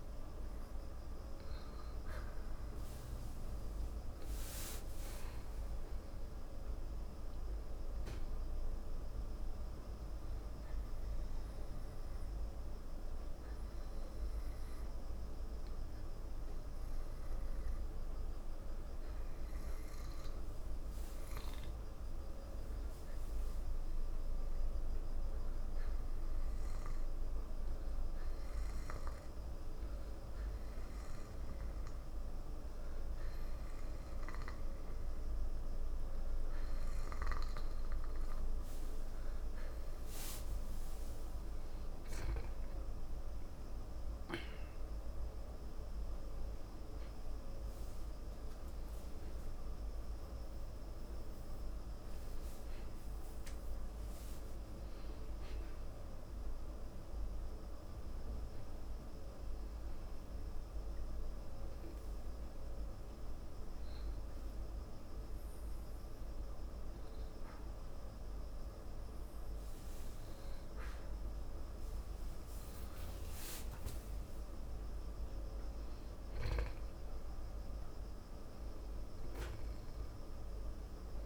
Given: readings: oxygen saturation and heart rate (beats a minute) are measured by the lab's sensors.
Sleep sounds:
breathing in sleep, hard to hear, by a room microphone; 2
4.50-8.00 s: arousal
10.50-39.50 s: obstructive apnea (oxygen 94% before, 93% lowest, heart rate 57 before, 55 extreme, up 21 after)
41.50-44.50 s: arousal
61.00-72.00 s: hypopnea (oxygen 94% before, 92% lowest, heart rate 80 before, 55 extreme)
73.50-76.50 s: arousal
From the record:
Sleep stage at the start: N2 (light sleep); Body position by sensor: on the back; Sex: male

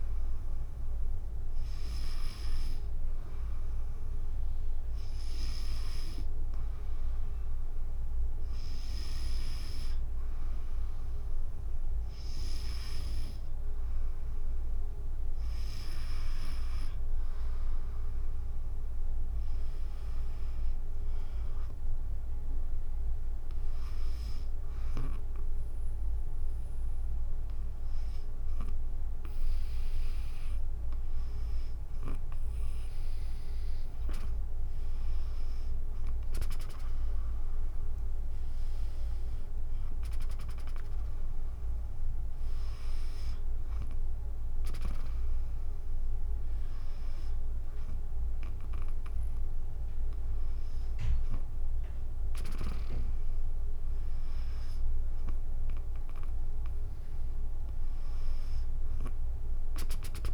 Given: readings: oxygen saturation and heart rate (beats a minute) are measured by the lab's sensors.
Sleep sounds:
breathing in sleep by a room microphone; none
16.50-27.50 s: drop in pulse transit time (device-marked, heart rate 54 before, 56 extreme)
37.50-47.50 s: drop in pulse transit time (device-marked, heart rate 63 before, 63 extreme)
From the record:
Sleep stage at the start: N2 (light sleep); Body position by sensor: on the back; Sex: female

